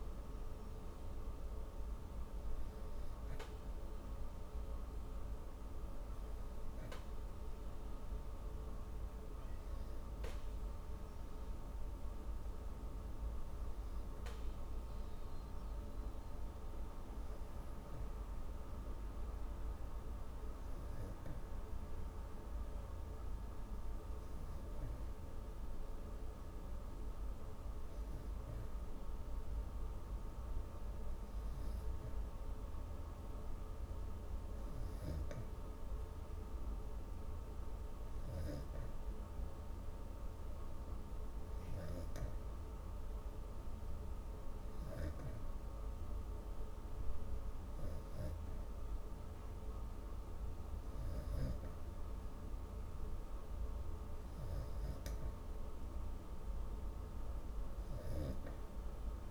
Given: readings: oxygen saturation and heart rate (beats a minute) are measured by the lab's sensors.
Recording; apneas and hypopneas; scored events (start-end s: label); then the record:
breathing in sleep, hard to hear, by a room microphone; none
none scored
From the record:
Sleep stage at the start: N2 (light sleep); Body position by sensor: on the back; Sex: female